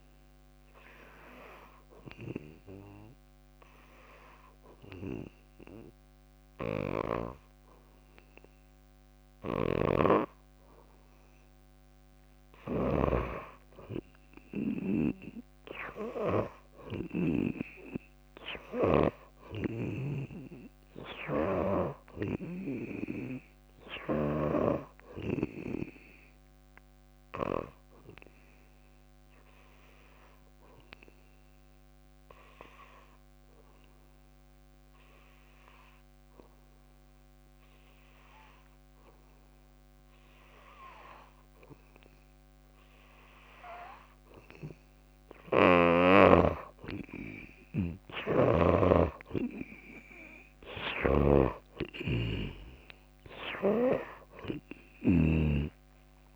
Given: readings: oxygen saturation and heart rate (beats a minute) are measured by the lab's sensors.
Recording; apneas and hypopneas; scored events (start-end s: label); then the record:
breathing in sleep by a microphone on the trachea; 2
0.00-14.50 s: oxygen desaturation (device-marked, oxygen 79% lowest, heart rate 56 extreme)
1.50-12.00 s: obstructive apnea (oxygen 98% before, 79% lowest, heart rate 65 before, 57 extreme, up 7 after)
9.50-17.50 s: snoring (device-marked)
15.00-19.00 s: arousal
21.50-31.50 s: oxygen desaturation (device-marked, oxygen 95% before, 90% lowest, heart rate 59 before, 65 extreme)
29.00-42.50 s: obstructive apnea (oxygen 95% before, 83% lowest, heart rate 62 before, 56 extreme, up 5 after)
42.50-56.36 s: oxygen desaturation (device-marked, oxygen 94% before, 83% lowest, heart rate 66 before, 56 extreme)
48.00-51.00 s: arousal
48.00-55.50 s: snoring (device-marked)
From the record:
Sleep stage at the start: N2 (light sleep); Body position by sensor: on the back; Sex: female